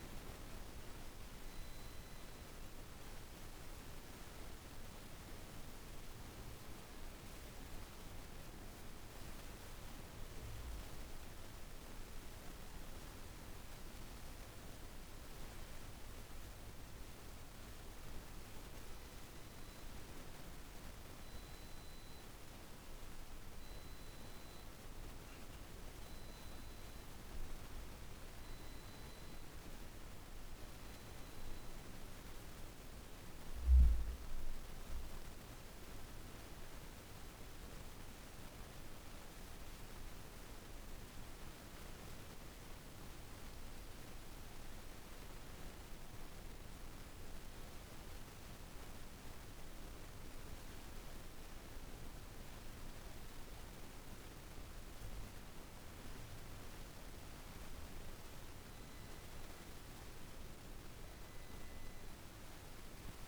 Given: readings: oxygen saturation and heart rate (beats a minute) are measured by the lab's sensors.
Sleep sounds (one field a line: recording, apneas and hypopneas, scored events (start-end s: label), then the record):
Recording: breathing in sleep, hard to hear, by a room microphone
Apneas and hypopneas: none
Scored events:
none scored
From the record:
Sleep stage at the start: N2 (light sleep)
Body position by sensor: on the right side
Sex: female